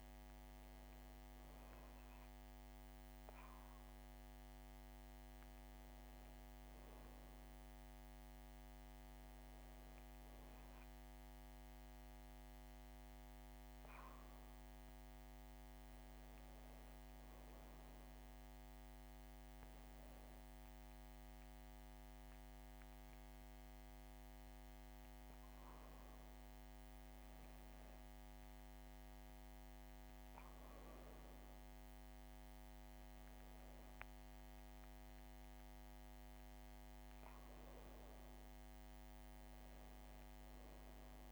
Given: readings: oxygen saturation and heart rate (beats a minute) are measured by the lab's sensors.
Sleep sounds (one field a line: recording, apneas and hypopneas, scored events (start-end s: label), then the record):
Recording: breathing in sleep, hard to hear, by a microphone on the trachea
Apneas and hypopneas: none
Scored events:
none scored
From the record:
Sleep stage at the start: N1 (lightest sleep)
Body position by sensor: on the back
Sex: female